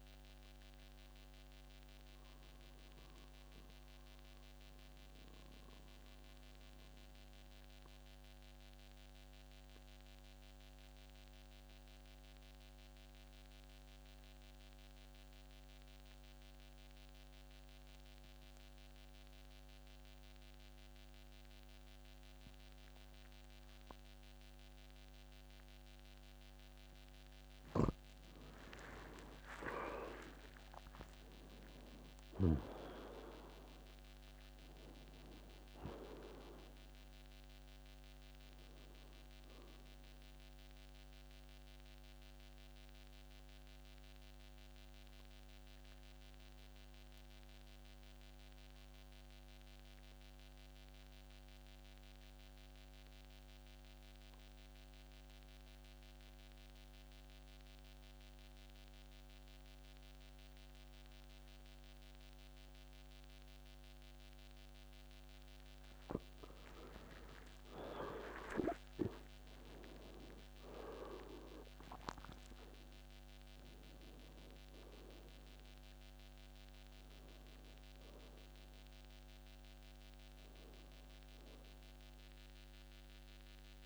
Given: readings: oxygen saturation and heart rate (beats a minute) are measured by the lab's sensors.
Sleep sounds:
breathing in sleep by a microphone on the trachea; 2
0.50-27.00 s: mixed apnea (oxygen 97% before, 87% lowest, heart rate 61 before, 49 extreme, up 25 after)
2.00-11.00 s: oxygen desaturation (device-marked, oxygen 90% before, 87% lowest, heart rate 61 before, 53 extreme)
27.00-58.00 s: oxygen desaturation (device-marked, oxygen 99% before, 88% lowest, heart rate 56 before, 49 extreme)
29.00-33.50 s: arousal
30.00-32.00 s: long interval between heartbeats (device-marked, heart rate 58 before, 73 extreme)
41.00-67.00 s: mixed apnea (oxygen 99% before, 88% lowest, heart rate 67 before, 48 extreme, up 20 after)
68.00-72.00 s: arousal
75.00-83.86 s: oxygen desaturation (device-marked, oxygen 99% before, 92% lowest, heart rate 58 before, 48 extreme)
From the record:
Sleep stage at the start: N2 (light sleep); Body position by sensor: on the back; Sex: male

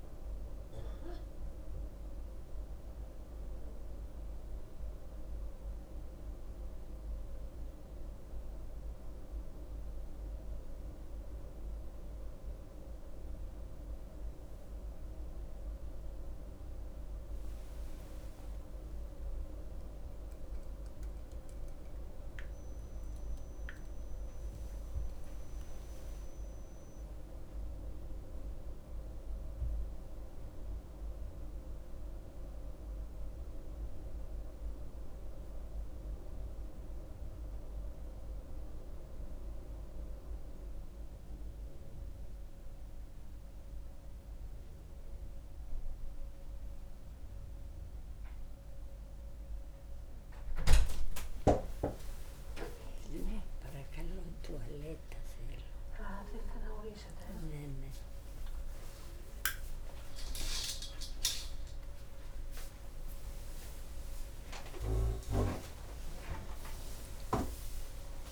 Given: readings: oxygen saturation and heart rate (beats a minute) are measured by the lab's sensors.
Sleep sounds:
a person awake in a sleep study, by a room microphone; none
none scored
From the record:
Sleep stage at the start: awake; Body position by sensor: on the right side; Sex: female

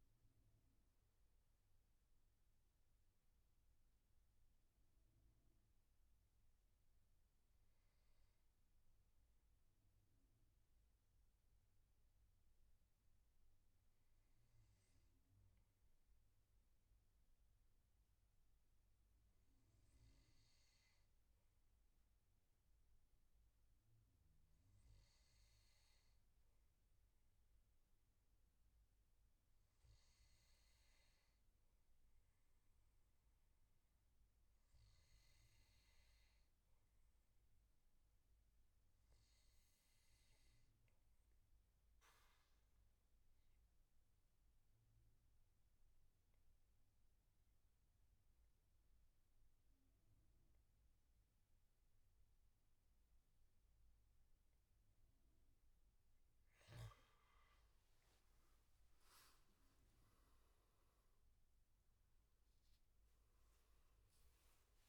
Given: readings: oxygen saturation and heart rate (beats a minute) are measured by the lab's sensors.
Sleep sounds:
breathing in sleep, hard to hear, by a room microphone; 1
0.00-6.00 s: oxygen desaturation (device-marked, oxygen 91% lowest, heart rate 60 extreme)
1.00-54.50 s: mixed apnea (oxygen 98% before, 90% lowest, heart rate 79 before, 60 extreme, up 12 after)
39.00-64.89 s: oxygen desaturation (device-marked, oxygen 98% before, 90% lowest, heart rate 72 before, 63 extreme)
57.00-61.50 s: arousal
From the record:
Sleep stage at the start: N2 (light sleep); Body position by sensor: on the back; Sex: male

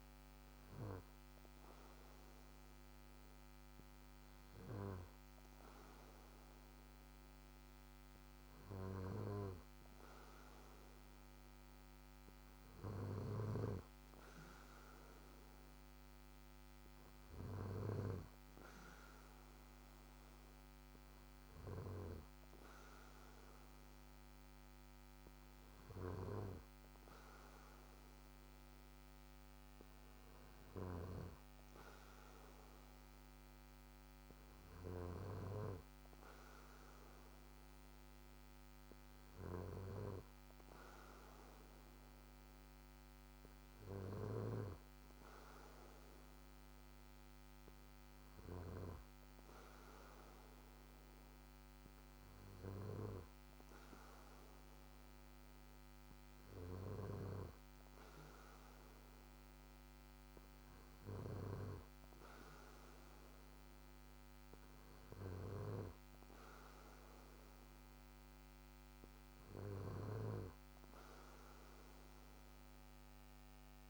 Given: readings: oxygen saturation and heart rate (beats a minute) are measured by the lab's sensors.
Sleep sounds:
breathing in sleep by a microphone on the trachea; none
none scored
From the record:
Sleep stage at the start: N2 (light sleep); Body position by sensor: on the back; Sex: male

